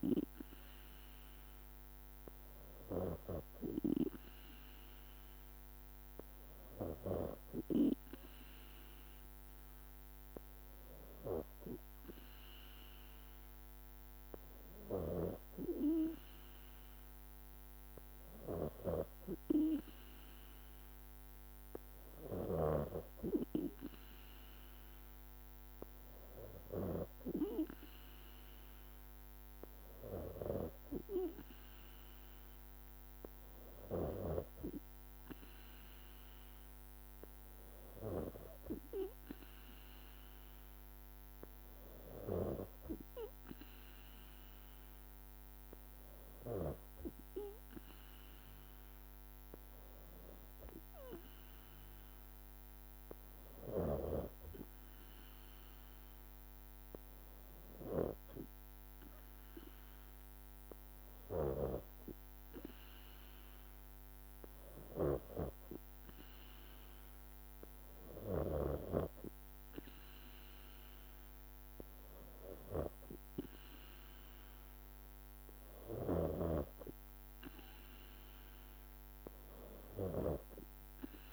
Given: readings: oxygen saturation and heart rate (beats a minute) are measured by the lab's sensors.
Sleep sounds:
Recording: breathing in sleep by a microphone on the trachea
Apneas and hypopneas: none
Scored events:
15.00-23.00 s: snoring (device-marked)
61.50-65.50 s: snoring (device-marked)
76.00-80.50 s: snoring (device-marked)
From the record:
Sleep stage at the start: N3 (deep sleep)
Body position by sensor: on the back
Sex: female

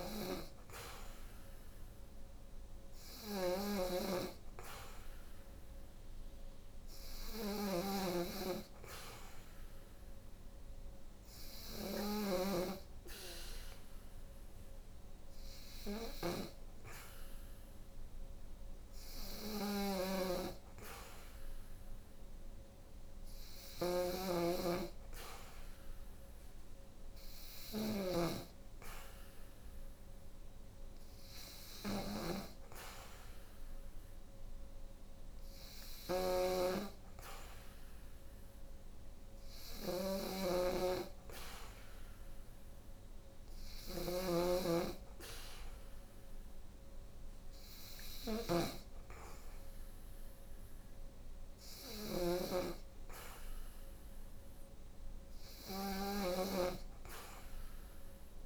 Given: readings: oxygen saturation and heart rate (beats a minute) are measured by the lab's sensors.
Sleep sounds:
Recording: breathing in sleep by a room microphone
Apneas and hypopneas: none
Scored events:
0.00-58.46 s: snoring (device-marked)
From the record:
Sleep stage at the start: N3 (deep sleep)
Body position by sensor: on the back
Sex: female

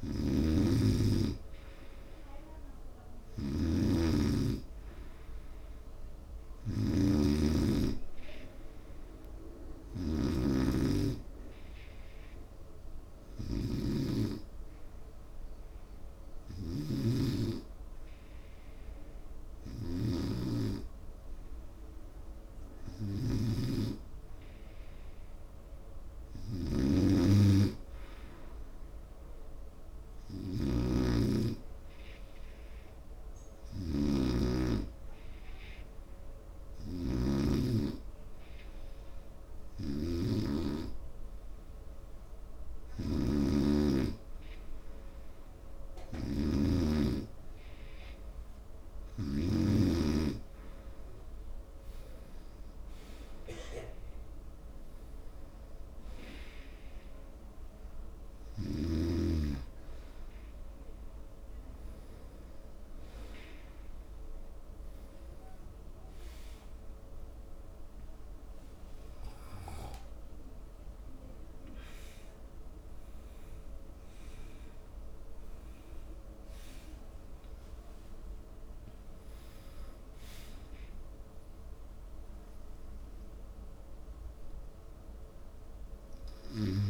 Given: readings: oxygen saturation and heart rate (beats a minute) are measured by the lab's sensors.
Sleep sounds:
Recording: breathing in sleep by a room microphone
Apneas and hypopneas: none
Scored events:
0.00-4.50 s: snoring (device-marked)
69.50-76.50 s: arousal
From the record:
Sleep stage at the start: N2 (light sleep)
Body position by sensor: on the right side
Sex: male

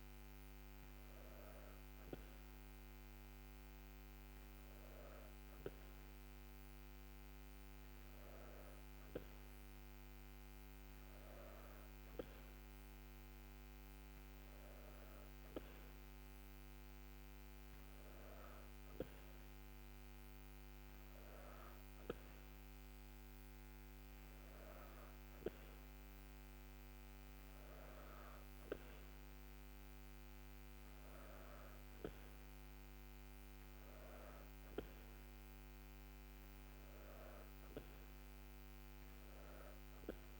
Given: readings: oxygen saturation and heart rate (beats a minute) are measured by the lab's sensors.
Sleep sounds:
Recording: breathing in sleep, hard to hear, by a microphone on the trachea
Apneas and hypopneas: none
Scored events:
none scored
From the record:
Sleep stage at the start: N2 (light sleep)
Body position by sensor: on the back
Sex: female

